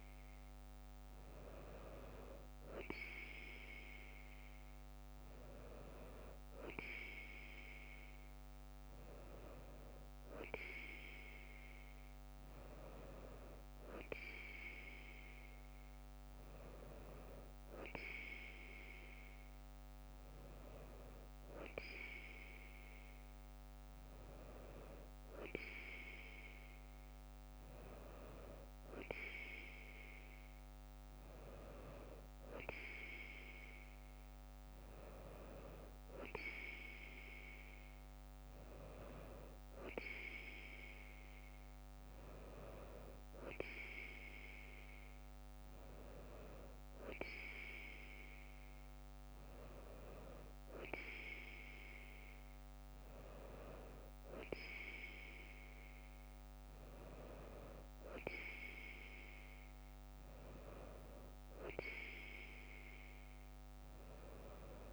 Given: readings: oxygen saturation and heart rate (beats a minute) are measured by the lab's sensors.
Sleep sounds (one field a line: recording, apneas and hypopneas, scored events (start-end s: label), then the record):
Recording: breathing in sleep by a microphone on the trachea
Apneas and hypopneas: none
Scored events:
none scored
From the record:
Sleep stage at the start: N2 (light sleep)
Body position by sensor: on the right side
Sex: female